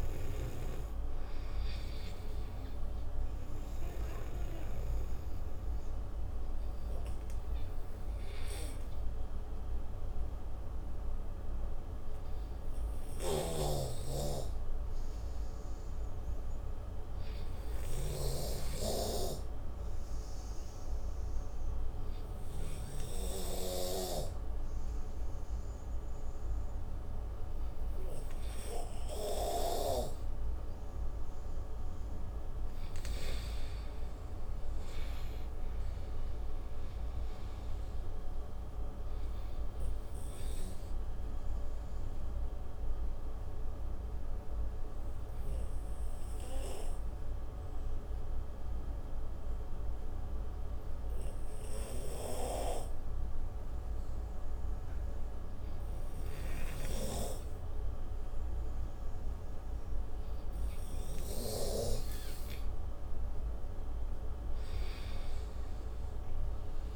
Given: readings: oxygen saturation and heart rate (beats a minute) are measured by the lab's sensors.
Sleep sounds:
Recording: breathing in sleep by a room microphone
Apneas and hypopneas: 2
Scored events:
0.00-1.00 s: arousal
2.00-16.00 s: oxygen desaturation (device-marked, oxygen 97% before, 90% lowest, heart rate 54 before, 46 extreme)
6.50-31.00 s: obstructive apnea (oxygen 97% before, 87% lowest, heart rate 57 before, 46 extreme, up 14 after)
33.50-36.50 s: arousal
38.00-59.00 s: oxygen desaturation (device-marked, oxygen 94% before, 89% lowest)
41.50-62.00 s: obstructive apnea (oxygen 97% before, 87% lowest)
61.00-66.96 s: oxygen desaturation (device-marked, oxygen 97% before, 87% lowest)
64.50-66.50 s: arousal
From the record:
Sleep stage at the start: N2 (light sleep)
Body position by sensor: on the right side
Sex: male

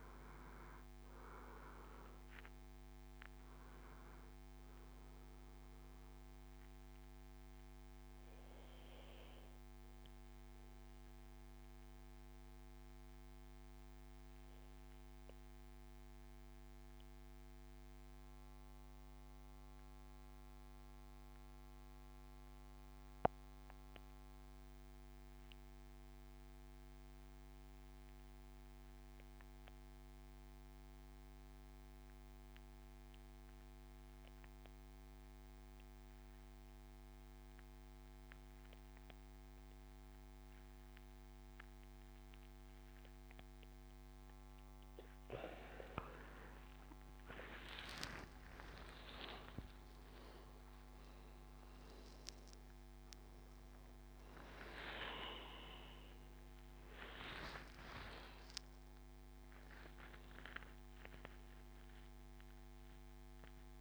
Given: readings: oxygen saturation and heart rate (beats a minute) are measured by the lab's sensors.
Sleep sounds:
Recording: breathing in sleep by a microphone on the trachea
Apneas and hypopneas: 1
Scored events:
0.00-7.00 s: oxygen desaturation (device-marked, oxygen 93% lowest, heart rate 65 extreme)
1.50-3.50 s: long interval between heartbeats (device-marked, heart rate 78 before, 84 extreme)
7.00-45.00 s: mixed apnea (oxygen 100% before, 88% lowest, heart rate 81 before, 66 extreme, up 17 after)
30.00-63.81 s: oxygen desaturation (device-marked, oxygen 98% before, 88% lowest, heart rate 70 before, 67 extreme)
48.00-52.50 s: arousal
From the record:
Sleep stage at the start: N2 (light sleep)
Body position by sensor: on the back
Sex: male

